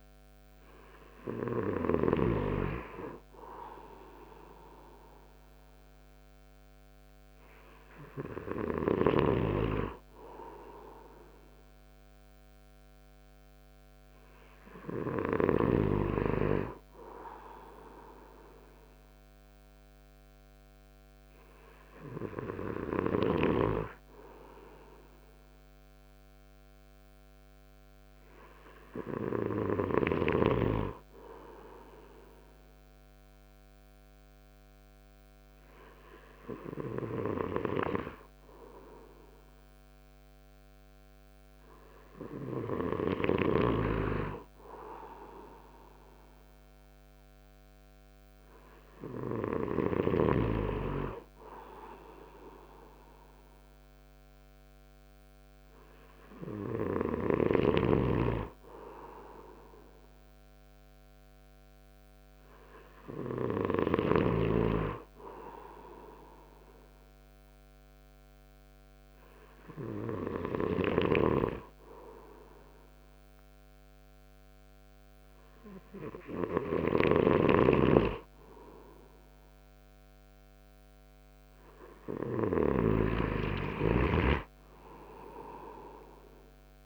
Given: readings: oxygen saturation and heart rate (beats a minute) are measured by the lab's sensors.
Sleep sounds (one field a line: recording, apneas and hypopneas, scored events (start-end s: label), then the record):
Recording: breathing in sleep by a microphone on the trachea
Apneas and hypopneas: 2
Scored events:
32.00-44.50 s: hypopnea (oxygen 96% before, 93% lowest)
48.00-51.00 s: arousal
66.50-77.50 s: hypopnea (oxygen 96% before, 93% lowest)
77.00-83.00 s: snoring (device-marked)
79.50-84.00 s: arousal
From the record:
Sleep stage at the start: N2 (light sleep)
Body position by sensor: on the right side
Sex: male